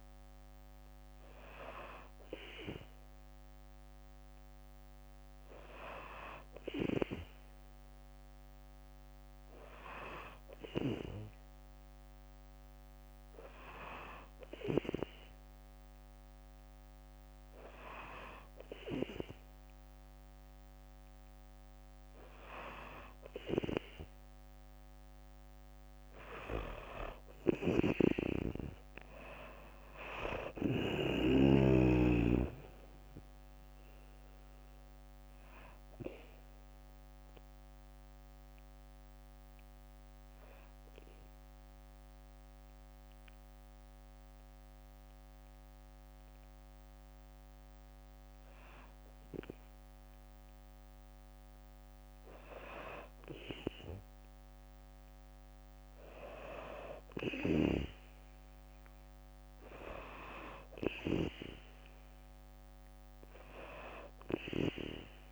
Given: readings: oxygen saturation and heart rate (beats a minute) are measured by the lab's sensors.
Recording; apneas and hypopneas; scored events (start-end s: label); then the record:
breathing in sleep by a microphone on the trachea; 1
27.00-31.00 s: snoring (device-marked)
28.00-31.50 s: arousal
32.50-46.50 s: drop in pulse transit time (device-marked, heart rate 64 before, 59 extreme)
39.50-49.50 s: obstructive apnea (oxygen 96% before, 90% lowest, heart rate 65 before, 58 extreme, up 6 after)
41.50-48.50 s: bradycardia (device-marked, heart rate 63 before, 58 extreme)
61.50-65.32 s: oxygen desaturation (device-marked, oxygen 97% before, 93% lowest, heart rate 61 before, 61 extreme)
From the record:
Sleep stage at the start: N2 (light sleep); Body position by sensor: on the back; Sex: female